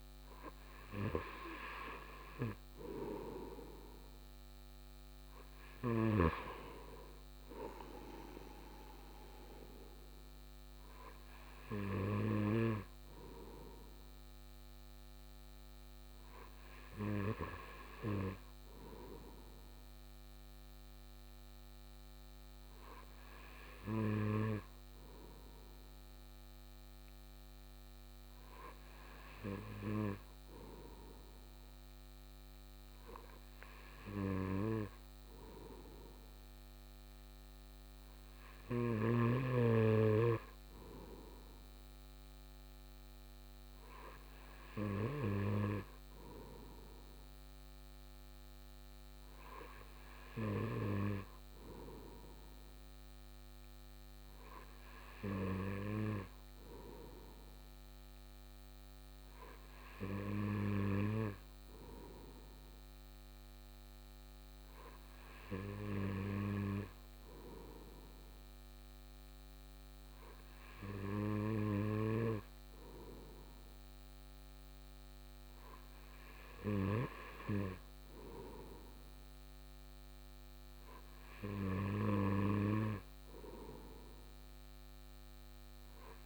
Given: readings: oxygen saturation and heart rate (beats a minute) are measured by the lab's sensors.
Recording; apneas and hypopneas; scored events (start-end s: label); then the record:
breathing in sleep by a microphone on the trachea; none
none scored
From the record:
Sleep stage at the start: N2 (light sleep); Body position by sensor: on the right side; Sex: male